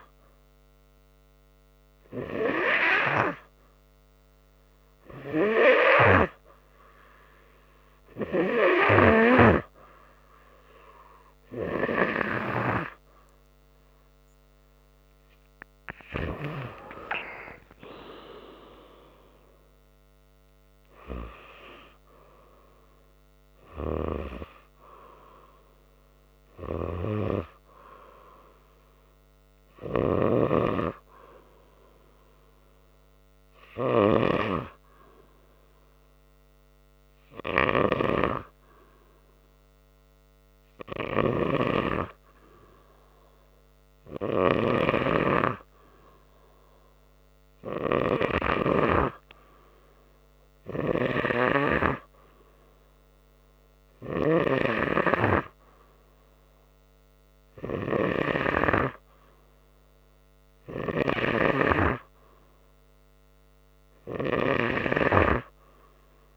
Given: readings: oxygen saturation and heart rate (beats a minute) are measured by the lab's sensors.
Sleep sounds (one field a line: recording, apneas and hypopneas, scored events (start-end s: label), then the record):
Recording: breathing in sleep by a microphone on the trachea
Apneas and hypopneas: 1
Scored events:
17.50-20.50 s: arousal
26.00-41.00 s: oxygen desaturation (device-marked, oxygen 96% before, 93% lowest, heart rate 84 before, 84 extreme)
36.00-52.00 s: hypopnea (oxygen 96% before, 94% lowest, heart rate 86 before, 82 extreme)
54.50-58.50 s: arousal
From the record:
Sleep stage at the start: N3 (deep sleep)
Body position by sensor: on the right side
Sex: male